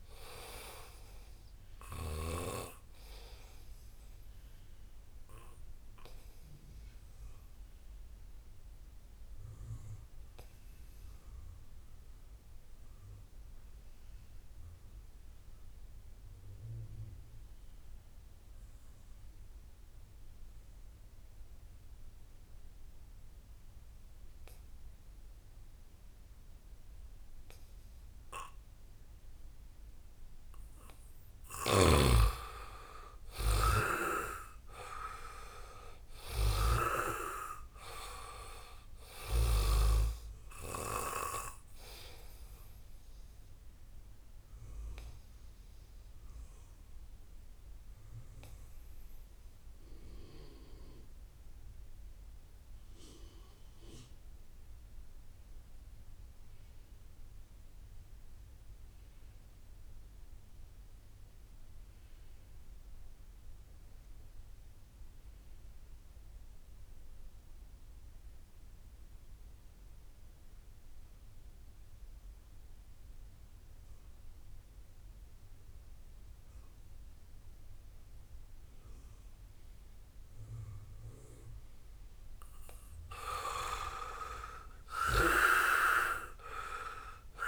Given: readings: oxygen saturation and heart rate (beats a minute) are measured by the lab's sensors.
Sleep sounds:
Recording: breathing in sleep by a room microphone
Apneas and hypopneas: 2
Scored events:
0.00-12.50 s: oxygen desaturation (device-marked, oxygen 80% lowest, heart rate 66 extreme)
4.50-29.50 s: obstructive apnea (oxygen 97% before, 75% lowest, heart rate 78 before, 66 extreme, up 0 after)
26.50-54.50 s: oxygen desaturation (device-marked, oxygen 97% before, 78% lowest, heart rate 78 before, 54 extreme)
31.00-35.00 s: arousal
36.00-39.50 s: snoring (device-marked)
42.00-82.50 s: obstructive apnea (oxygen 98% before, 70% lowest, heart rate 74 before, 54 extreme, up 23 after)
51.50-87.48 s: new sleep stage, REM sleep
64.50-87.48 s: oxygen desaturation (device-marked, oxygen 98% before, 70% lowest, heart rate 80 before, 54 extreme)
84.50-87.48 s: arousal
From the record:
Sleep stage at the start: N2 (light sleep)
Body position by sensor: on the back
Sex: male

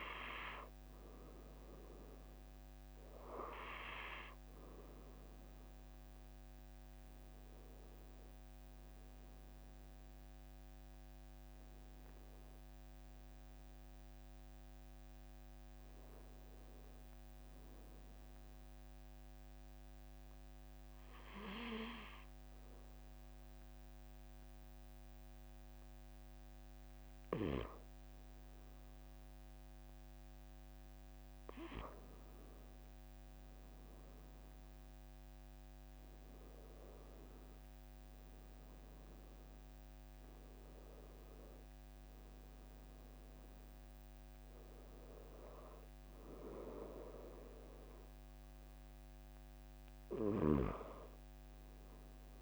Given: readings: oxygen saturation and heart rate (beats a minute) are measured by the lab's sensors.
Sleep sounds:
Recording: breathing in sleep by a microphone on the trachea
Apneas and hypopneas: 1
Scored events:
2.00-21.00 s: oxygen desaturation (device-marked, oxygen 97% before, 94% lowest, heart rate 46 before, 44 extreme)
18.00-31.50 s: obstructive apnea (oxygen 98% before, 93% lowest, heart rate 47 before, 44 extreme, up 3 after)
34.50-38.00 s: arousal
37.00-52.42 s: new sleep stage, N2 (light sleep)
From the record:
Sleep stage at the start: N1 (lightest sleep)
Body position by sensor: on the back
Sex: male

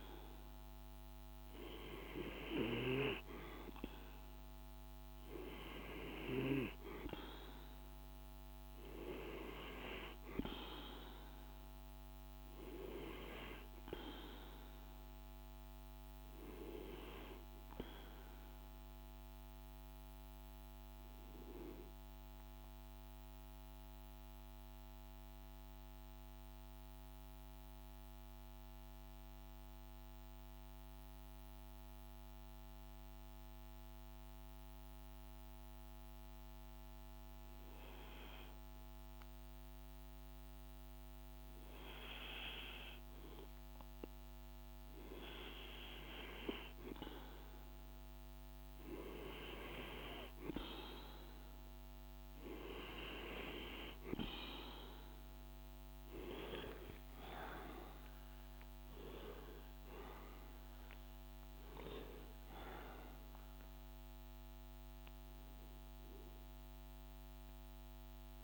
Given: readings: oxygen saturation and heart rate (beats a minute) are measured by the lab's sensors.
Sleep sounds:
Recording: breathing in sleep by a microphone on the trachea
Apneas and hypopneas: 1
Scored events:
0.00-13.00 s: oxygen desaturation (device-marked, oxygen 91% lowest, heart rate 52 extreme)
22.50-42.00 s: hypopnea (oxygen 96% before, 92% lowest, heart rate 53 before, 53 extreme, up 1 after)
43.00-68.44 s: oxygen desaturation (device-marked, oxygen 98% before, 92% lowest, heart rate 53 before, 49 extreme)
50.50-55.50 s: arousal
From the record:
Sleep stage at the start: N2 (light sleep)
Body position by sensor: on the right side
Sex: male

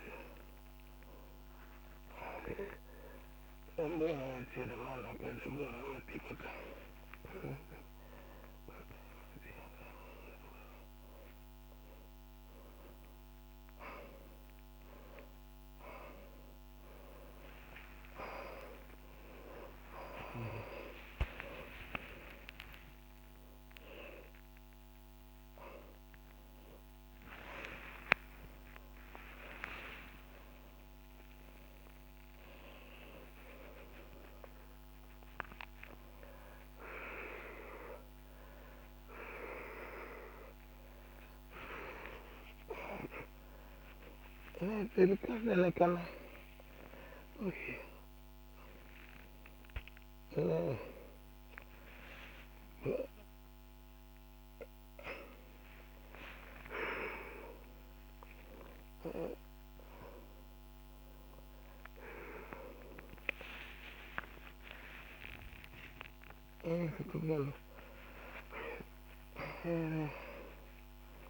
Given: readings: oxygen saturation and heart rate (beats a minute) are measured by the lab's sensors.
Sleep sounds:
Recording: a person awake in a sleep study, by a microphone on the trachea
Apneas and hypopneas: none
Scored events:
none scored
From the record:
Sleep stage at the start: awake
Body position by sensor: upright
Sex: male

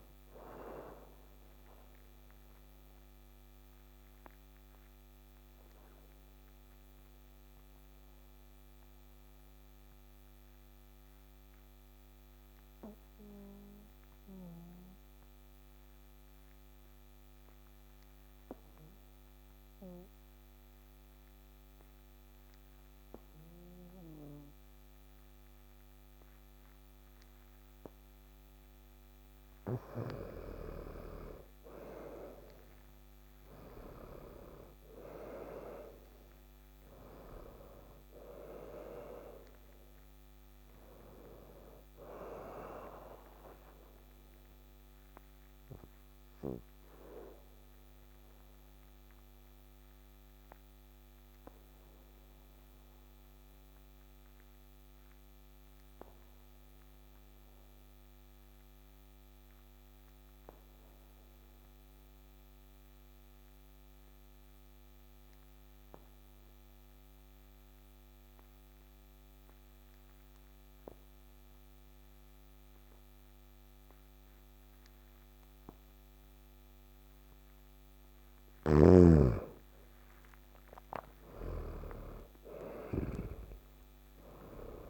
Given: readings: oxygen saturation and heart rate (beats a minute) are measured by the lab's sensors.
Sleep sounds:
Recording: breathing in sleep by a microphone on the trachea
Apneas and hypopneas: 2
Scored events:
0.00-13.00 s: oxygen desaturation (device-marked, oxygen 86% lowest, heart rate 54 extreme)
1.00-26.50 s: obstructive apnea (oxygen 97% before, 86% lowest, heart rate 64 before, 53 extreme, up 9 after)
30.00-58.00 s: oxygen desaturation (device-marked, oxygen 99% before, 86% lowest, heart rate 56 before, 52 extreme)
31.00-36.00 s: arousal
43.50-76.50 s: obstructive apnea (oxygen 100% before, 85% lowest, heart rate 60 before, 52 extreme, up 12 after)
76.00-84.90 s: oxygen desaturation (device-marked, oxygen 99% before, 85% lowest, heart rate 54 before, 53 extreme)
77.50-81.00 s: snoring (device-marked)
79.00-84.00 s: arousal
From the record:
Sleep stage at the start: N2 (light sleep)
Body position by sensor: on the back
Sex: male

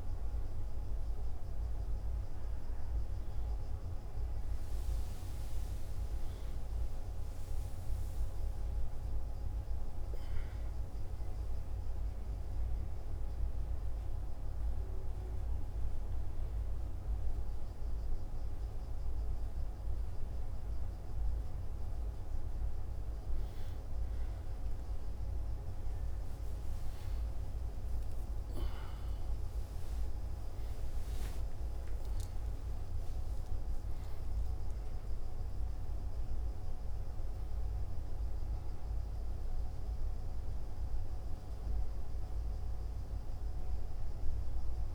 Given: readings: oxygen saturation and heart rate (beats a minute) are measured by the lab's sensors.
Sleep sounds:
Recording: a person awake in a sleep study, hard to hear, by a room microphone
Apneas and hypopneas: none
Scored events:
25.00-27.00 s: long interval between heartbeats (device-marked, heart rate 66 before, 73 extreme)
From the record:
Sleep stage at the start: awake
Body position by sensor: on the back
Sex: male

